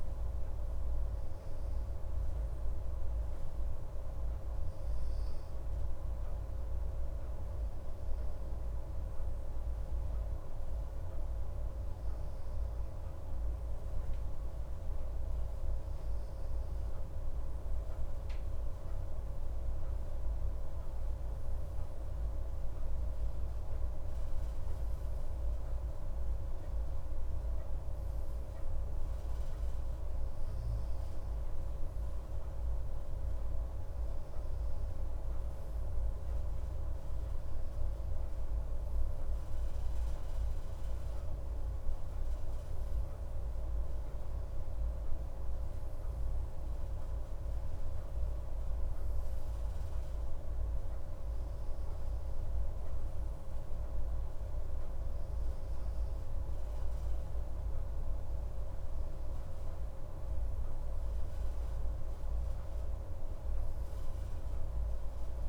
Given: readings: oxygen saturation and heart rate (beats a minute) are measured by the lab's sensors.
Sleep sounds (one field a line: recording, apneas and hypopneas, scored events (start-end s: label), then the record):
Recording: breathing in sleep, hard to hear, by a room microphone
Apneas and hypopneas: none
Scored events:
62.00-65.49 s: arousal
From the record:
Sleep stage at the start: N2 (light sleep)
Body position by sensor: on the left side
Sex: male